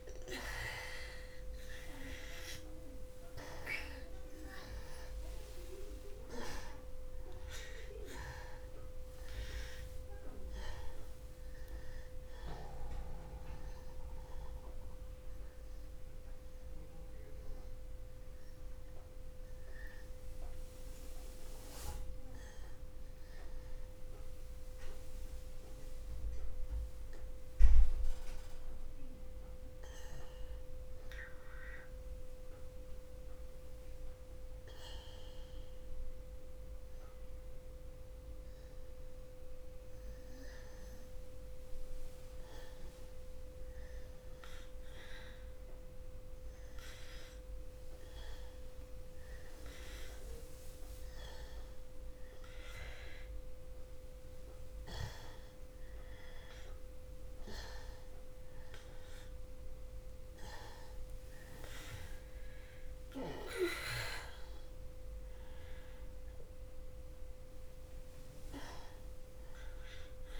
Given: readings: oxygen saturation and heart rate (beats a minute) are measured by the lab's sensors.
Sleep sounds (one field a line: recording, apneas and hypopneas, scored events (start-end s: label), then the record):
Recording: breathing in sleep by a room microphone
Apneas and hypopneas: 1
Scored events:
0.00-34.50 s: oxygen desaturation (device-marked, oxygen 88% lowest, heart rate 60 extreme)
16.50-41.00 s: hypopnea (oxygen 97% before, 88% lowest, heart rate 61 before, 60 extreme, up 1 after)
43.50-47.50 s: arousal
55.50-70.40 s: oxygen desaturation (device-marked, oxygen 97% before, 91% lowest, heart rate 61 before, 60 extreme)
From the record:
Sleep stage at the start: N2 (light sleep)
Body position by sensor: on the back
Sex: male